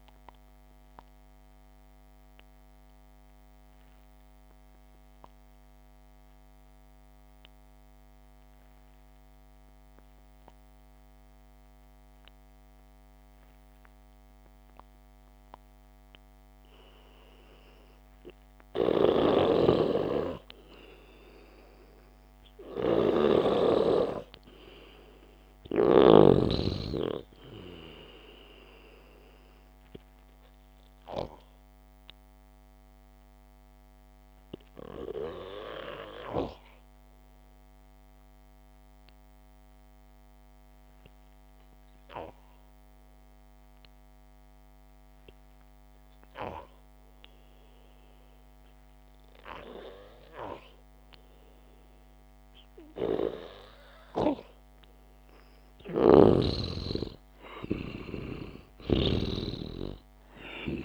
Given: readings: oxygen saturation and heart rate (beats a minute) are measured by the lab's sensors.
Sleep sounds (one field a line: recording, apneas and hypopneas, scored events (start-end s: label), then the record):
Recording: breathing in sleep by a microphone on the trachea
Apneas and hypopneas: 2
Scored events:
1.00-16.50 s: obstructive apnea (oxygen 98% before, 89% lowest, heart rate 63 before, 53 extreme, up 4 after)
14.50-24.50 s: oxygen desaturation (device-marked, oxygen 94% before, 89% lowest, heart rate 59 before, 53 extreme)
19.50-24.00 s: snoring (device-marked)
21.00-24.50 s: arousal
32.00-53.00 s: obstructive apnea (oxygen 96% before, 91% lowest, heart rate 59 before, 54 extreme, up 0 after)
45.50-53.50 s: oxygen desaturation (device-marked, oxygen 96% before, 93% lowest, heart rate 59 before, 54 extreme)
55.50-59.50 s: arousal
59.00-60.85 s: snoring (device-marked)
From the record:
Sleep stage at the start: N2 (light sleep)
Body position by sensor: on the back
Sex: male